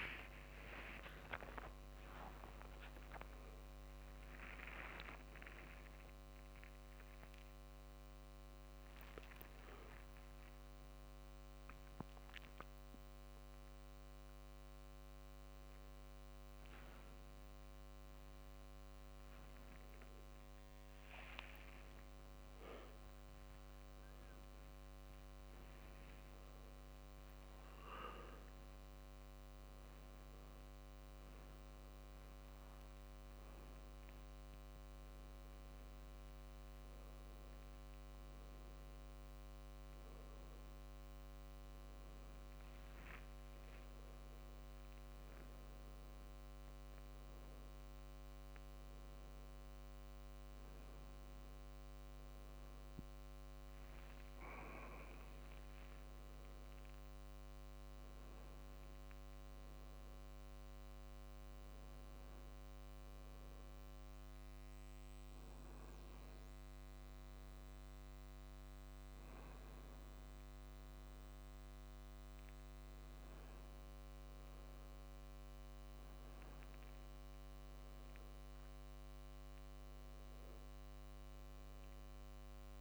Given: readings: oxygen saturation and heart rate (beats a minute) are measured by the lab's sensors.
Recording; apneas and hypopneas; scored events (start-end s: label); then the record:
a person awake in a sleep study, by a microphone on the trachea; none
0.00-1.00 s: long interval between heartbeats (device-marked, heart rate 80 extreme)
0.00-8.50 s: drop in pulse transit time (device-marked, heart rate 87 extreme)
0.00-15.50 s: tachycardia (device-marked, heart rate 194 extreme)
1.00-3.00 s: long interval between heartbeats (device-marked, heart rate 74 before, 130 extreme)
3.00-5.00 s: long interval between heartbeats (device-marked, heart rate 82 before, 161 extreme)
6.00-8.00 s: long interval between heartbeats (device-marked, heart rate 100 before, 185 extreme)
9.00-11.00 s: long interval between heartbeats (device-marked, heart rate 119 before, 162 extreme)
14.50-16.50 s: long interval between heartbeats (device-marked, heart rate 140 before, 144 extreme)
19.50-21.50 s: long interval between heartbeats (device-marked, heart rate 152 before, 97 extreme)
23.50-66.50 s: drop in pulse transit time (device-marked, heart rate 145 before, 60 extreme)
24.50-37.50 s: tachycardia (device-marked, heart rate 59 before, 139 extreme)
29.00-31.00 s: long interval between heartbeats (device-marked, heart rate 124 before, 112 extreme)
32.50-34.50 s: long interval between heartbeats (device-marked, heart rate 114 before, 110 extreme)
34.50-36.50 s: long interval between heartbeats (device-marked, heart rate 109 before, 109 extreme)
36.50-38.50 s: long interval between heartbeats (device-marked, heart rate 106 before, 138 extreme)
39.50-41.50 s: long interval between heartbeats (device-marked, heart rate 109 before, 97 extreme)
45.00-47.00 s: long interval between heartbeats (device-marked, heart rate 106 before, 80 extreme)
From the record:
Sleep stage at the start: awake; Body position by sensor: on the right side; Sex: male